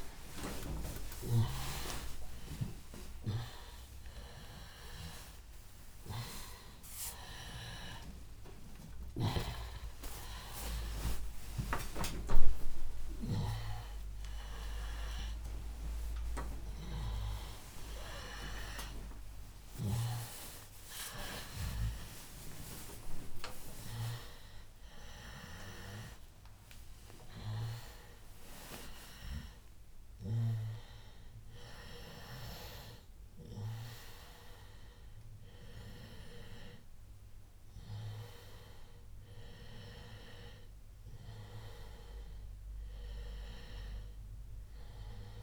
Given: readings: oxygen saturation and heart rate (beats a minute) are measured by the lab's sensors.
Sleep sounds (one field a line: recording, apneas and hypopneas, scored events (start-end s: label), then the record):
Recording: a person awake in a sleep study, by a room microphone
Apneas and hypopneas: none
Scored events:
0.00-2.00 s: long interval between heartbeats (device-marked, heart rate 125 before, 150 extreme)
2.50-4.50 s: long interval between heartbeats (device-marked, heart rate 132 before, 157 extreme)
15.50-17.50 s: long interval between heartbeats (device-marked, heart rate 136 before, 109 extreme)
18.00-20.00 s: long interval between heartbeats (device-marked, heart rate 128 before, 111 extreme)
From the record:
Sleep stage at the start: awake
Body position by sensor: on the back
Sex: male